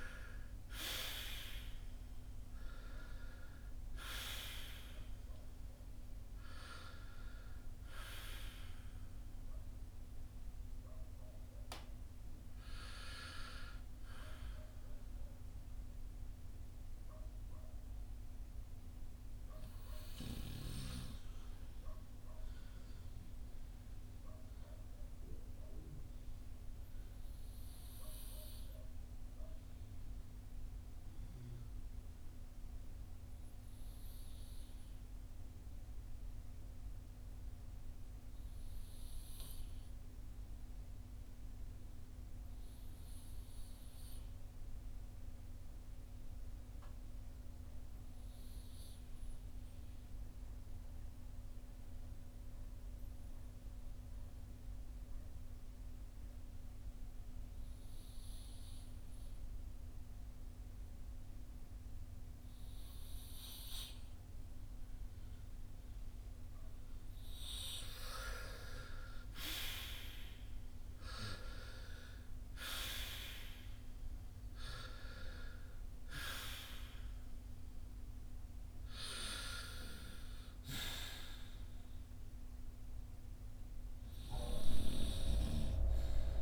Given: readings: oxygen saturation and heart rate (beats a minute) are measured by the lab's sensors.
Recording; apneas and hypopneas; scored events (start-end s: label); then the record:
breathing in sleep by a room microphone; 1
0.00-40.00 s: oxygen desaturation (device-marked, oxygen 75% lowest, heart rate 44 extreme)
21.50-68.00 s: mixed apnea (oxygen 86% before, 75% lowest, heart rate 65 before, 45 extreme, up 12 after)
57.00-86.42 s: oxygen desaturation (device-marked, oxygen 96% before, 79% lowest, heart rate 54 before, 43 extreme)
69.50-74.50 s: arousal
From the record:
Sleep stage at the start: REM sleep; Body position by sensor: on the back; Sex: male